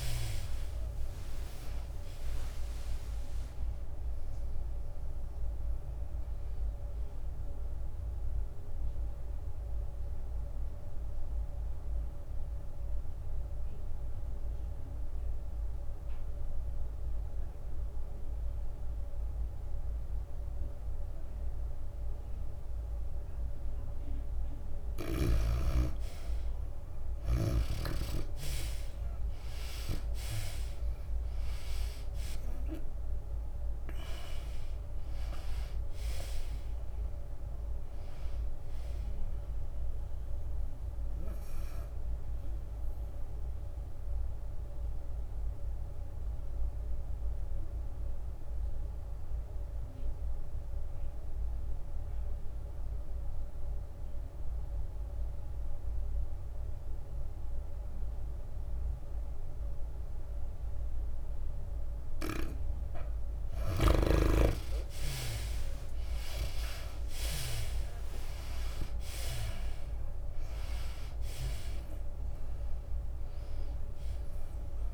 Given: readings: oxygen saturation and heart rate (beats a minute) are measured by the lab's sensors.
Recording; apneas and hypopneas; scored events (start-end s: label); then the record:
breathing in sleep by a room microphone; 2
0.00-9.50 s: tachycardia (device-marked, heart rate 121 extreme)
0.00-24.50 s: oxygen desaturation (device-marked, oxygen 77% lowest, heart rate 91 extreme)
0.50-14.50 s: drop in pulse transit time (device-marked, heart rate 96 before, 100 extreme)
2.00-4.00 s: long interval between heartbeats (device-marked, heart rate 97 before, 119 extreme)
4.00-6.00 s: long interval between heartbeats (device-marked, heart rate 99 before, 119 extreme)
10.00-25.00 s: obstructive apnea (oxygen 98% before, 77% lowest, heart rate 108 before, 91 extreme, up 7 after)
26.50-50.50 s: oxygen desaturation (device-marked, oxygen 97% before, 80% lowest, heart rate 100 before, 88 extreme)
31.00-35.50 s: arousal
31.50-45.50 s: drop in pulse transit time (device-marked, heart rate 96 before, 97 extreme)
34.50-41.50 s: tachycardia (device-marked, heart rate 99 before, 103 extreme)
45.00-63.00 s: obstructive apnea (oxygen 97% before, 77% lowest, heart rate 98 before, 88 extreme, up 31 after)
60.50-62.50 s: long interval between heartbeats (device-marked, heart rate 96 before, 89 extreme)
62.50-74.93 s: oxygen desaturation (device-marked, oxygen 96% before, 77% lowest, heart rate 95 before, 95 extreme)
62.50-74.93 s: tachycardia (device-marked, heart rate 99 before, 119 extreme)
65.50-67.50 s: long interval between heartbeats (device-marked, heart rate 93 before, 107 extreme)
65.50-69.50 s: arousal
68.50-74.93 s: drop in pulse transit time (device-marked, heart rate 95 before, 101 extreme)
From the record:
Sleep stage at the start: N2 (light sleep); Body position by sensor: on the back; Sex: female